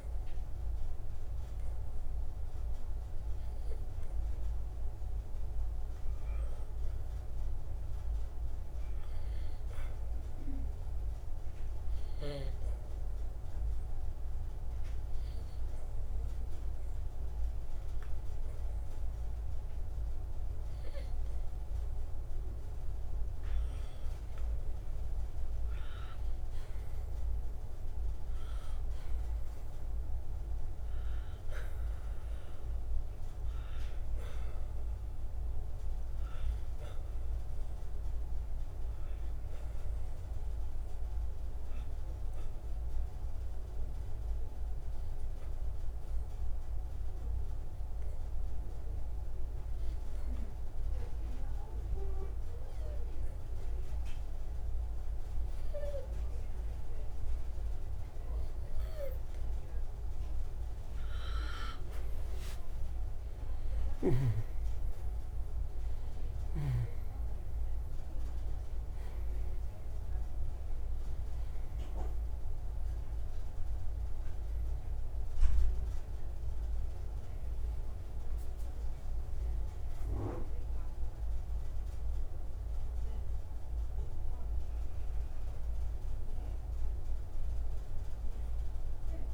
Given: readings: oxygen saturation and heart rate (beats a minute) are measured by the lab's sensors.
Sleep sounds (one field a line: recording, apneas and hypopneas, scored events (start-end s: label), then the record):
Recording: breathing in sleep, hard to hear, by a room microphone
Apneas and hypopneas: 2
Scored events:
0.00-8.00 s: oxygen desaturation (device-marked, oxygen 84% lowest)
10.50-23.50 s: hypopnea (oxygen 98% before, 92% lowest)
28.50-33.00 s: arousal
42.50-60.00 s: obstructive apnea (oxygen 98% before, 89% lowest)
63.00-68.50 s: arousal
76.00-89.34 s: oxygen desaturation (device-marked, oxygen 96% before, 89% lowest, heart rate 81 before, 84 extreme)
From the record:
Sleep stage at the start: N2 (light sleep)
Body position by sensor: on the right side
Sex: male